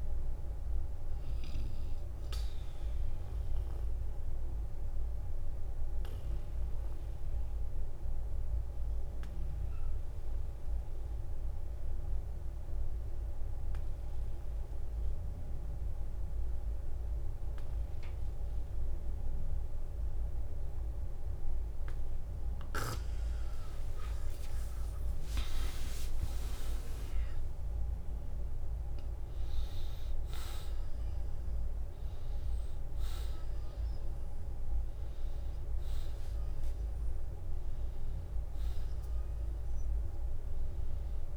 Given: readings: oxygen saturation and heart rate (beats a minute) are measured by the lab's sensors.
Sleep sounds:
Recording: breathing in sleep, hard to hear, by a room microphone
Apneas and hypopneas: 1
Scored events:
0.00-17.50 s: oxygen desaturation (device-marked, oxygen 87% lowest, heart rate 50 extreme)
2.00-21.50 s: obstructive apnea (oxygen 94% before, 86% lowest, heart rate 60 before, 50 extreme, up 7 after)
10.00-12.00 s: long interval between heartbeats (device-marked, heart rate 58 before, 59 extreme)
23.00-28.00 s: arousal
29.50-31.50 s: long interval between heartbeats (device-marked, heart rate 55 before, 56 extreme)
29.50-41.37 s: new sleep stage, N1 (lightest sleep)
From the record:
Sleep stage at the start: N2 (light sleep)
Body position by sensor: on the back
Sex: male

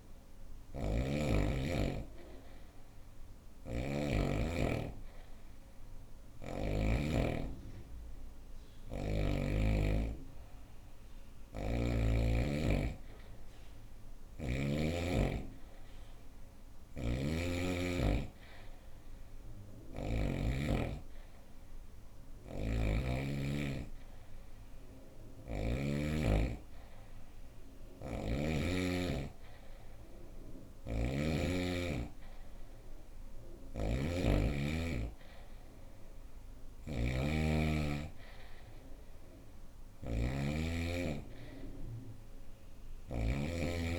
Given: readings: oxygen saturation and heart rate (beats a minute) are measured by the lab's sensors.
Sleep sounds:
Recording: breathing in sleep by a room microphone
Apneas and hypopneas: none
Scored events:
0.00-3.50 s: snoring (device-marked)
10.50-14.00 s: snoring (device-marked)
16.00-19.50 s: snoring (device-marked)
21.50-25.00 s: snoring (device-marked)
27.00-43.99 s: snoring (device-marked)
From the record:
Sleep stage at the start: N2 (light sleep)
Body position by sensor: on the right side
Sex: female

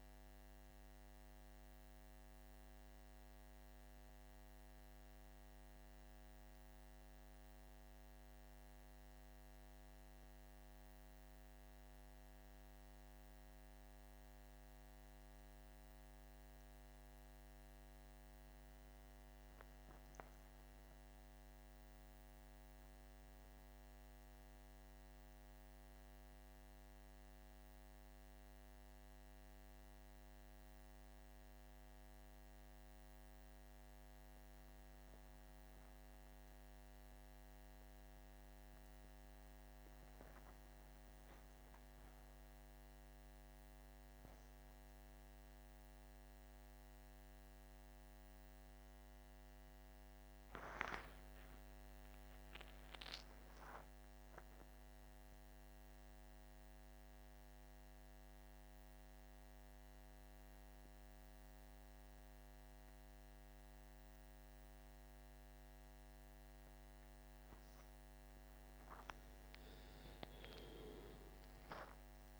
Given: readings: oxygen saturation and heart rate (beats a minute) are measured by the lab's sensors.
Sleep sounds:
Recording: a person partly awake in a sleep study, hard to hear, by a microphone on the trachea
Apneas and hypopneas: none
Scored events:
43.00-72.40 s: new sleep stage, awake
From the record:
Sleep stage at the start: N1 (lightest sleep)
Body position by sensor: on the back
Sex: male

